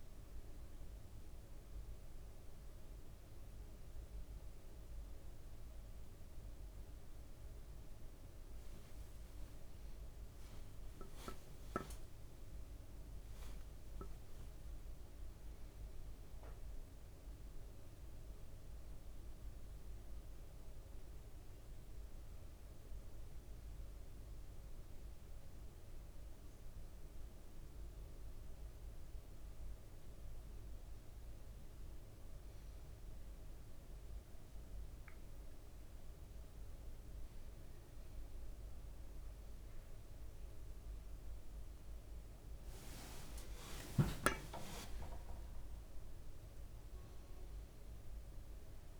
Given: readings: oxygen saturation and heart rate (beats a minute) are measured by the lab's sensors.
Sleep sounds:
a person awake in a sleep study, by a room microphone; none
42.50-46.50 s: leg movement (device-marked)
From the record:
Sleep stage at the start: awake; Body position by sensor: on the right side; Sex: male

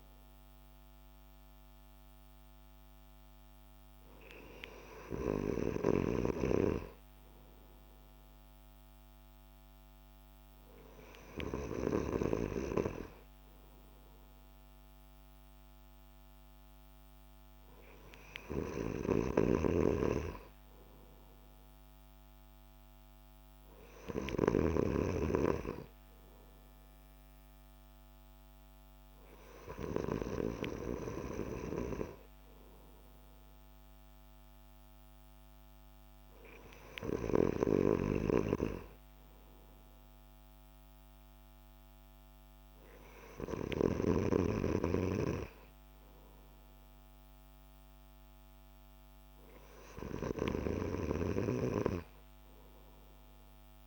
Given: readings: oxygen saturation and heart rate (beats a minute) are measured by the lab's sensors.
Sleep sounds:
breathing in sleep by a microphone on the trachea; none
none scored
From the record:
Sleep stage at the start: N2 (light sleep); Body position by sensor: on the back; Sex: male

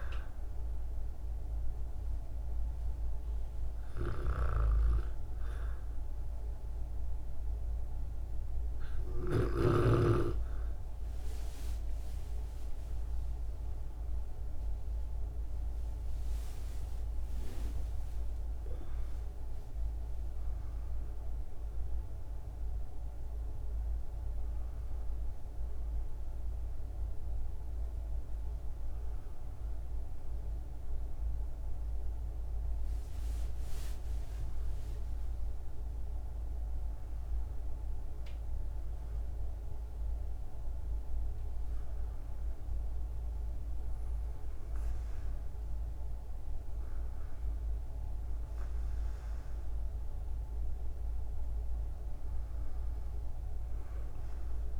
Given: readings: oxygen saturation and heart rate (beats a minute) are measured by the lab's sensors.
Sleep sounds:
breathing in sleep by a room microphone; none
0.00-14.50 s: oxygen desaturation (device-marked, oxygen 72% lowest, heart rate 48 extreme)
16.50-21.00 s: arousal
From the record:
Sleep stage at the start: REM sleep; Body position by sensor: on the back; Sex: female

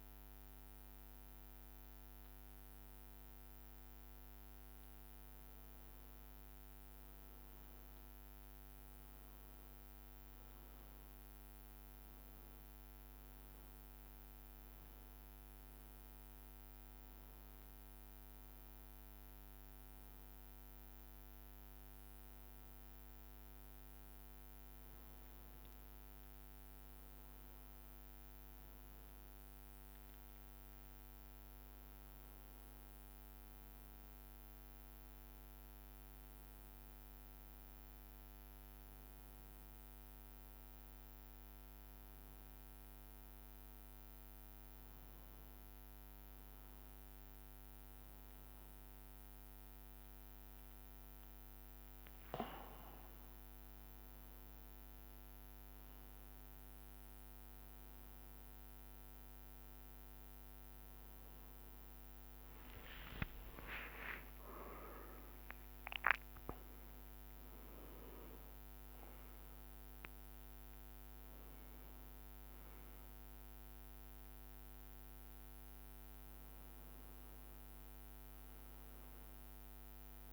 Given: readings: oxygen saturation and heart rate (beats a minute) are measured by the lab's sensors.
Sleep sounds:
breathing in sleep, hard to hear, by a microphone on the trachea; none
40.50-42.50 s: long interval between heartbeats (device-marked, heart rate 64 before, 64 extreme)
60.50-65.50 s: arousal
From the record:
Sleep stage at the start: N1 (lightest sleep); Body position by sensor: on the back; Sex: male

